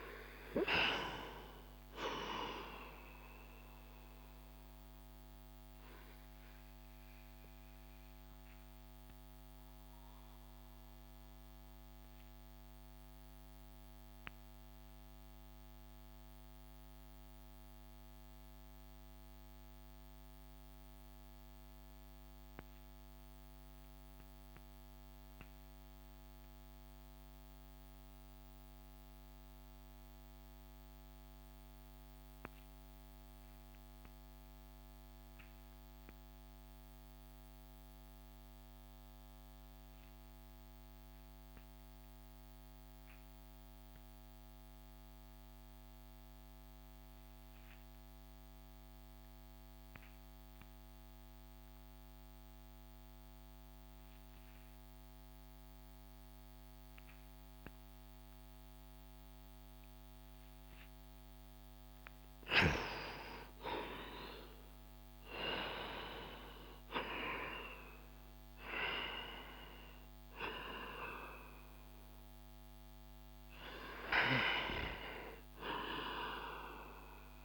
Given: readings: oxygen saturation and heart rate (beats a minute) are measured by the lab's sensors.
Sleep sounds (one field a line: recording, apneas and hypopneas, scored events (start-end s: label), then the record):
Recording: breathing in sleep by a microphone on the trachea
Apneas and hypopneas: 1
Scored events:
4.50-62.00 s: obstructive apnea (oxygen 97% before, 85% lowest)
11.00-26.00 s: oxygen desaturation (device-marked, oxygen 93% before, 87% lowest)
56.00-73.00 s: oxygen desaturation (device-marked, oxygen 95% before, 92% lowest)
63.00-68.00 s: arousal
75.00-77.45 s: oxygen desaturation (device-marked, oxygen 94% before, 85% lowest)
From the record:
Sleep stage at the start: N2 (light sleep)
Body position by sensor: on the back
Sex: male